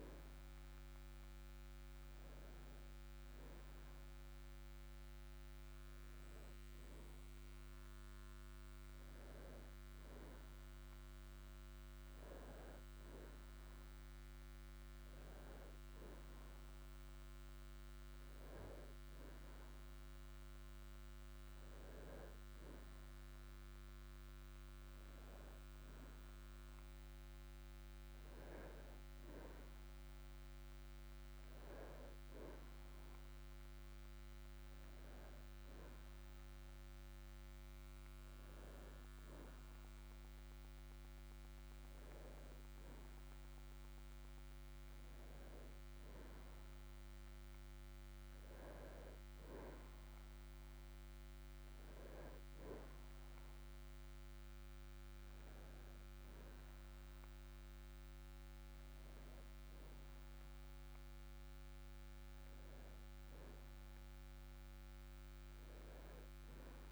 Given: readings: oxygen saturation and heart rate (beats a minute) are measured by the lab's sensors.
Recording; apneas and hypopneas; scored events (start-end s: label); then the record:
a person awake in a sleep study, by a microphone on the trachea; none
60.00-66.92 s: new sleep stage, N1 (lightest sleep)
From the record:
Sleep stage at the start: awake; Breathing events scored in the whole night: 175 in 2.9 hours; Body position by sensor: on the back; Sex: male